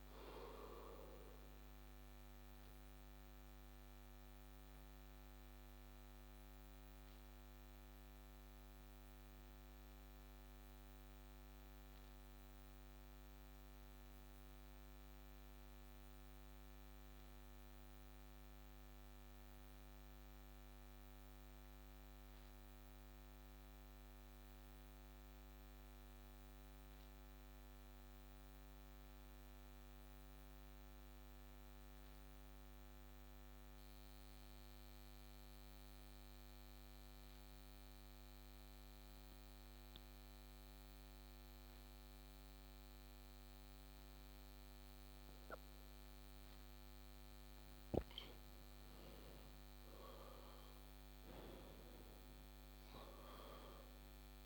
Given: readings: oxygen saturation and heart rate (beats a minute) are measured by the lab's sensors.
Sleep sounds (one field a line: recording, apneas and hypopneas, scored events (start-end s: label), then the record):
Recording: breathing in sleep, hard to hear, by a microphone on the trachea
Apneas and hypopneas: 1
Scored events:
4.50-47.00 s: obstructive apnea (oxygen 97% before, 88% lowest)
48.50-53.00 s: arousal
49.00-54.46 s: oxygen desaturation (device-marked, oxygen 96% before, 88% lowest)
From the record:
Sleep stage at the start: N2 (light sleep)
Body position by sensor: on the back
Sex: male